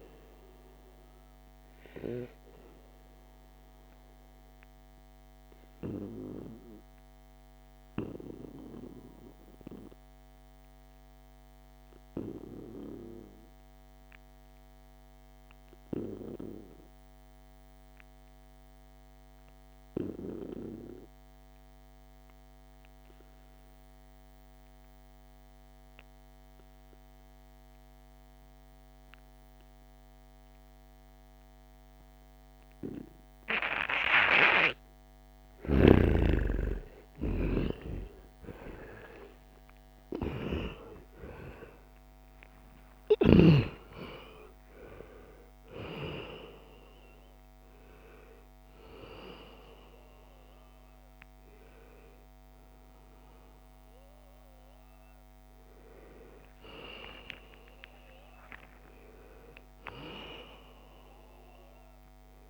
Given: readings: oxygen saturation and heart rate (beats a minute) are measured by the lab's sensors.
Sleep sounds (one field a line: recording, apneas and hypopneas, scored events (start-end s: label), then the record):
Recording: breathing in sleep by a microphone on the trachea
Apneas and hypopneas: 1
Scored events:
0.00-15.50 s: oxygen desaturation (device-marked, oxygen 88% lowest, heart rate 68 extreme)
4.50-34.00 s: obstructive apnea (oxygen 95% before, 86% lowest, heart rate 77 before, 68 extreme, up 51 after)
29.50-62.50 s: oxygen desaturation (device-marked, oxygen 96% before, 86% lowest, heart rate 71 before, 69 extreme)
32.50-62.50 s: new sleep stage, N1 (lightest sleep)
36.00-40.50 s: arousal
40.00-42.00 s: long interval between heartbeats (device-marked, heart rate 69 before, 84 extreme)
42.00-44.00 s: long interval between heartbeats (device-marked, heart rate 71 before, 119 extreme)
56.00-58.00 s: long interval between heartbeats (device-marked, heart rate 94 before, 94 extreme)
From the record:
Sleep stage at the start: N2 (light sleep)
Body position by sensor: on the right side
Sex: male